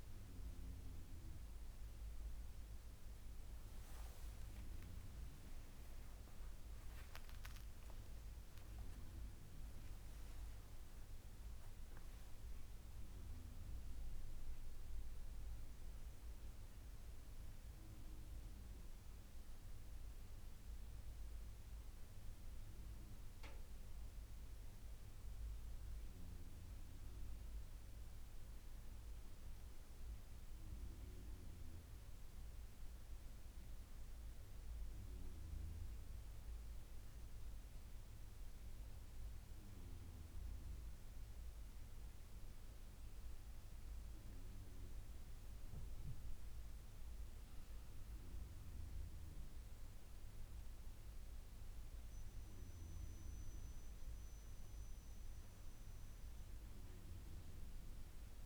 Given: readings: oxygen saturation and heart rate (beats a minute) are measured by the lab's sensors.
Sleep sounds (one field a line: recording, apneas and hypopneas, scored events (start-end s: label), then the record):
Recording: breathing in sleep, hard to hear, by a room microphone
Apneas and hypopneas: none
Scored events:
6.00-16.00 s: drop in pulse transit time (device-marked, heart rate 75 before, 77 extreme)
57.00-58.46 s: drop in pulse transit time (device-marked, heart rate 75 before, 83 extreme)
From the record:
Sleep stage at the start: N1 (lightest sleep)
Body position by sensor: on the right side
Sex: female